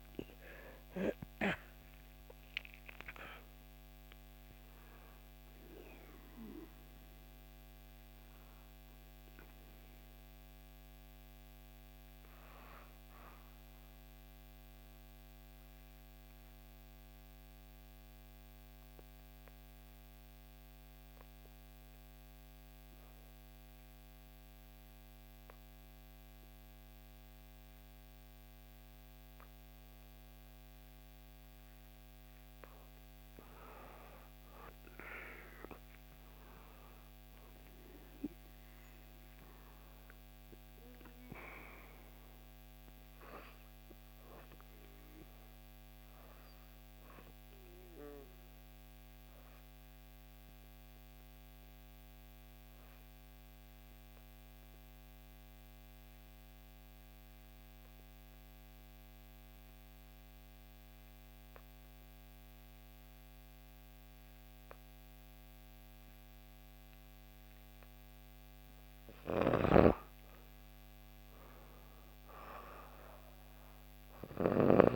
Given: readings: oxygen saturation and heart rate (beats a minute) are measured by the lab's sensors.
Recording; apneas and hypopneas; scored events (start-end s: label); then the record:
breathing in sleep by a microphone on the trachea; 2
0.00-17.50 s: oxygen desaturation (device-marked, oxygen 89% lowest, heart rate 59 extreme)
14.50-32.00 s: obstructive apnea (oxygen 95% before, 89% lowest, heart rate 65 before, 58 extreme, up 5 after)
34.00-37.00 s: arousal
37.50-54.50 s: oxygen desaturation (device-marked, oxygen 98% before, 93% lowest, heart rate 61 before, 58 extreme)
45.00-68.50 s: obstructive apnea (oxygen 98% before, 89% lowest, heart rate 62 before, 58 extreme, up 4 after)
68.50-74.96 s: oxygen desaturation (device-marked, oxygen 97% before, 89% lowest, heart rate 59 before, 58 extreme)
70.00-73.50 s: arousal
From the record:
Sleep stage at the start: N2 (light sleep); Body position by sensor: on the back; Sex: female